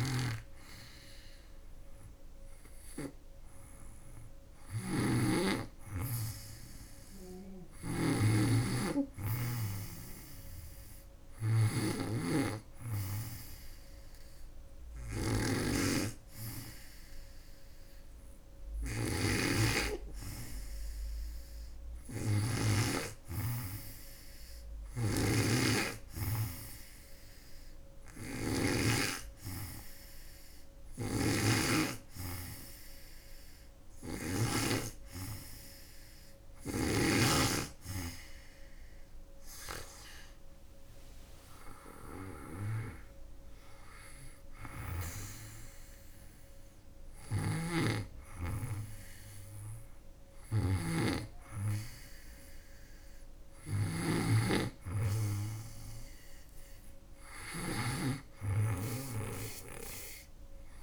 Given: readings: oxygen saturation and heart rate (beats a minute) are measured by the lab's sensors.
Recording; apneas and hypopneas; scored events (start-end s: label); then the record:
breathing in sleep by a room microphone; 1
0.00-22.50 s: snoring (device-marked)
10.00-13.00 s: arousal
17.00-31.00 s: hypopnea (oxygen 98% before, 95% lowest, heart rate 81 before, 77 extreme, up 3 after)
24.50-28.50 s: snoring (device-marked)
30.50-34.00 s: snoring (device-marked)
33.50-36.50 s: arousal
46.50-57.50 s: snoring (device-marked)
From the record:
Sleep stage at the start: N2 (light sleep); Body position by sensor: on the back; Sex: female